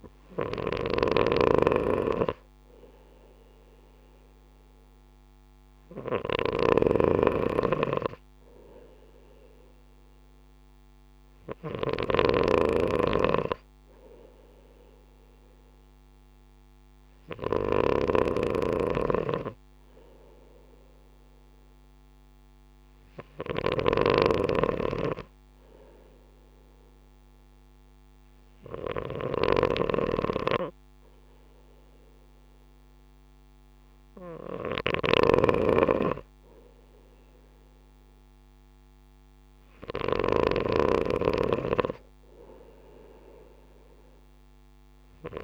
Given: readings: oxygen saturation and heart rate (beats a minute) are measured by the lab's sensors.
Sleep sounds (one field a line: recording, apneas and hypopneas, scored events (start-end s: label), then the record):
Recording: breathing in sleep by a microphone on the trachea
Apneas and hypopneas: none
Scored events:
0.50-45.44 s: snoring (device-marked)
From the record:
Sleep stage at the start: N2 (light sleep)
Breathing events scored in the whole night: 270 in 4.0 hours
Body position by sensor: on the right side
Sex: male